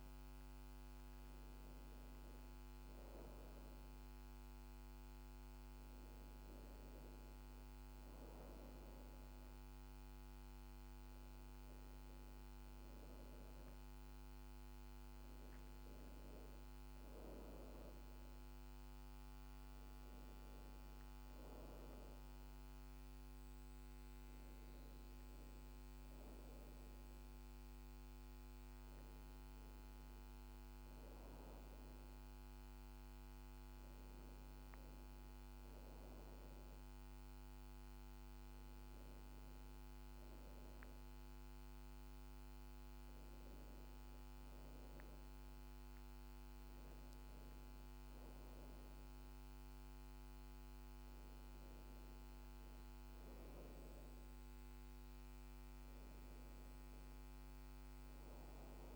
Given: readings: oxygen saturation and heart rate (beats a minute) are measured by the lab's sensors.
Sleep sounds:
breathing in sleep, hard to hear, by a microphone on the trachea; none
none scored
From the record:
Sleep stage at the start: N1 (lightest sleep); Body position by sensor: on the back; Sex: female

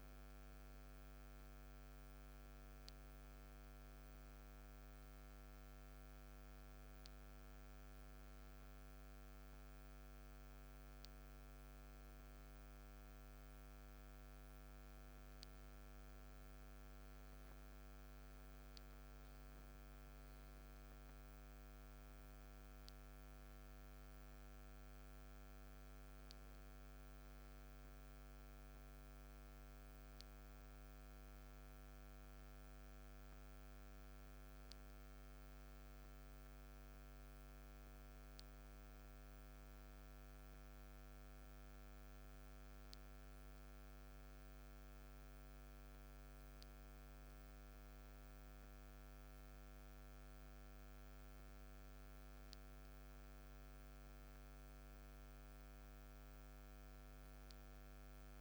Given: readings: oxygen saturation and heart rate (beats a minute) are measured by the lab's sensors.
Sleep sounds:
a person awake in a sleep study, hard to hear, by a microphone on the trachea; none
none scored
From the record:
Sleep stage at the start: awake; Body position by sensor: on the back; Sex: male

